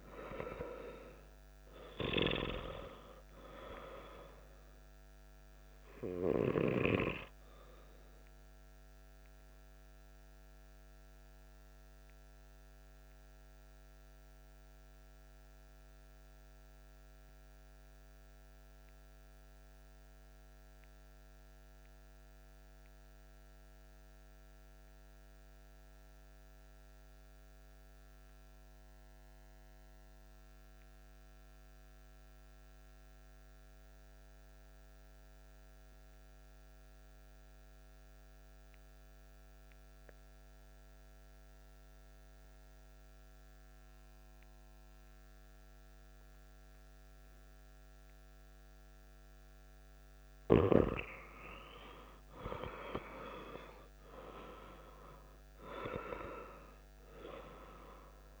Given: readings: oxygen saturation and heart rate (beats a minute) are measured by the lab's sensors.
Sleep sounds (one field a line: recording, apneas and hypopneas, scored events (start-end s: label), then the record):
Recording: breathing in sleep by a microphone on the trachea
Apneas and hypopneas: 1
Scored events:
0.00-15.00 s: oxygen desaturation (device-marked, oxygen 90% lowest)
10.00-49.50 s: mixed apnea (oxygen 95% before, 92% lowest)
40.00-58.40 s: oxygen desaturation (device-marked, oxygen 97% before, 92% lowest)
50.50-54.50 s: arousal
From the record:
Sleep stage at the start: N2 (light sleep)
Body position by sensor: on the back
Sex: male